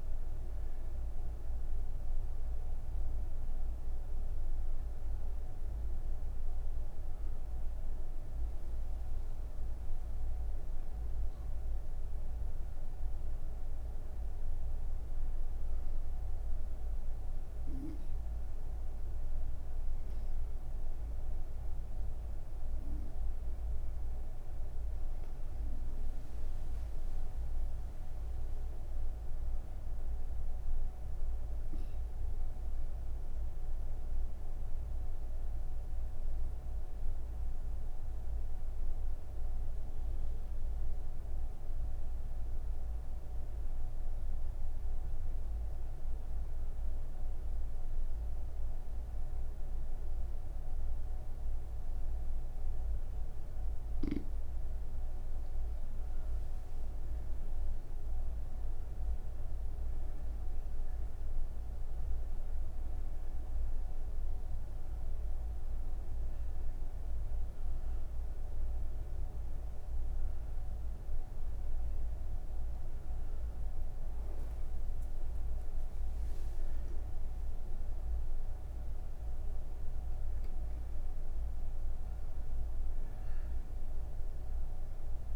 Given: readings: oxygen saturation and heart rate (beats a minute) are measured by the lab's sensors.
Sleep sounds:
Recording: breathing in sleep, hard to hear, by a room microphone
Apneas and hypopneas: none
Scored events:
3.50-29.50 s: oxygen desaturation (device-marked, oxygen 97% before, 93% lowest)
From the record:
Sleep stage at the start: N2 (light sleep)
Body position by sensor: on the right side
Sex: female

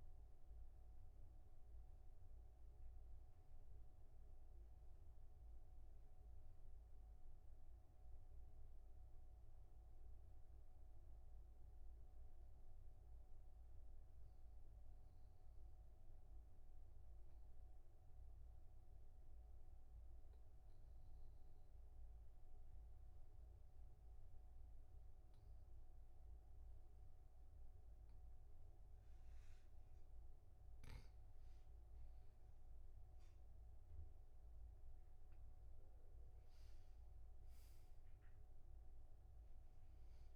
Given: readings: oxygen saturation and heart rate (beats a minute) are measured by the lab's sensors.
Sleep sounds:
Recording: breathing in sleep, hard to hear, by a room microphone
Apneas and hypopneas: 1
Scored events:
5.00-8.50 s: arousal
11.00-30.50 s: obstructive apnea (oxygen 97% before, 96% lowest, heart rate 51 before, 42 extreme, up 12 after)
34.00-37.50 s: arousal
From the record:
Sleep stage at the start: N2 (light sleep)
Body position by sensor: on the back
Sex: male

